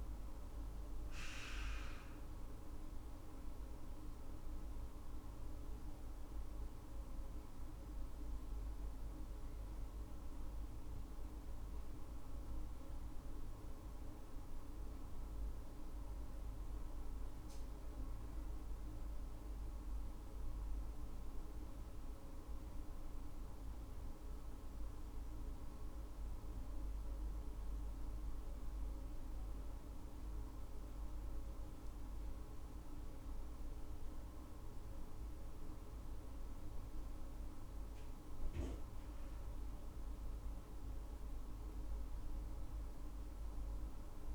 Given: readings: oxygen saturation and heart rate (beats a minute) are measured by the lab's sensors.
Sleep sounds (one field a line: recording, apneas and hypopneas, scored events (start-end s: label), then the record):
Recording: breathing in sleep, hard to hear, by a room microphone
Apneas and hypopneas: none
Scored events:
none scored
From the record:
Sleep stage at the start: N1 (lightest sleep)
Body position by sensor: on the left side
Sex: female